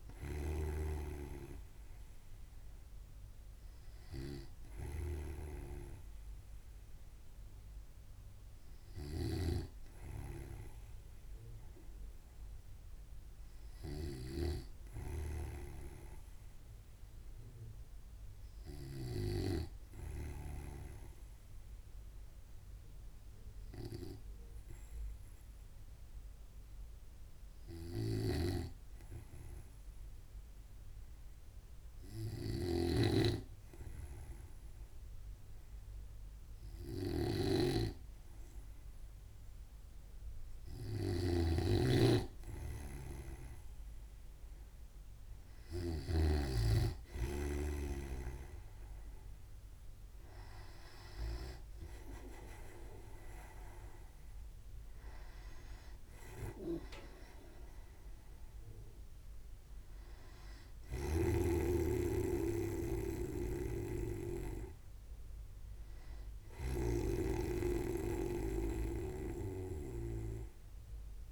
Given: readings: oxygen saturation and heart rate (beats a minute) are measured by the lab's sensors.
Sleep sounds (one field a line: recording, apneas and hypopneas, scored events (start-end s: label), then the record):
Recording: breathing in sleep by a room microphone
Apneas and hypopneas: 1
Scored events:
0.00-20.00 s: snoring (device-marked)
22.50-39.50 s: hypopnea (oxygen 96% before, 93% lowest, heart rate 64 before, 63 extreme, up 2 after)
28.50-47.00 s: snoring (device-marked)
43.00-46.50 s: arousal
64.00-67.50 s: snoring (device-marked)
69.50-71.32 s: snoring (device-marked)
From the record:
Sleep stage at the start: N2 (light sleep)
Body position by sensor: on the right side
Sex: male